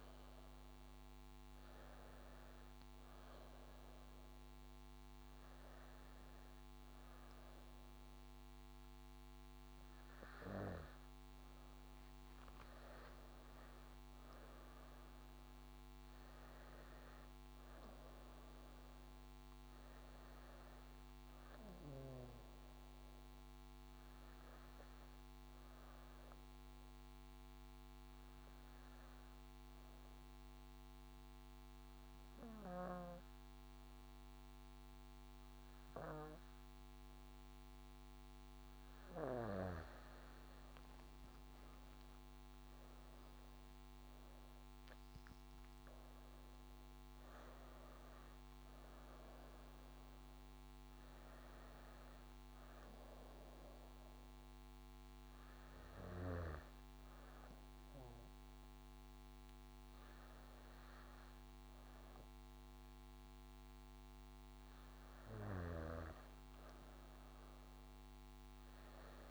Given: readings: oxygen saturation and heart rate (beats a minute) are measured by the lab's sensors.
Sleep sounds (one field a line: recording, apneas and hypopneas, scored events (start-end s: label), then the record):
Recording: breathing in sleep by a microphone on the trachea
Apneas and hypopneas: 1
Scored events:
0.00-5.00 s: drop in pulse transit time (device-marked, heart rate 77 extreme)
11.00-14.00 s: leg movement (device-marked)
12.00-16.50 s: arousal
28.50-40.00 s: obstructive apnea (oxygen 97% before, 95% lowest, heart rate 71 before, 63 extreme, up 16 after)
37.00-47.00 s: drop in pulse transit time (device-marked, heart rate 68 before, 64 extreme)
40.00-43.00 s: leg movement (device-marked)
42.00-47.00 s: arousal
66.00-67.00 s: leg movement (device-marked)
From the record:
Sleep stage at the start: N1 (lightest sleep)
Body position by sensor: on the back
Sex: female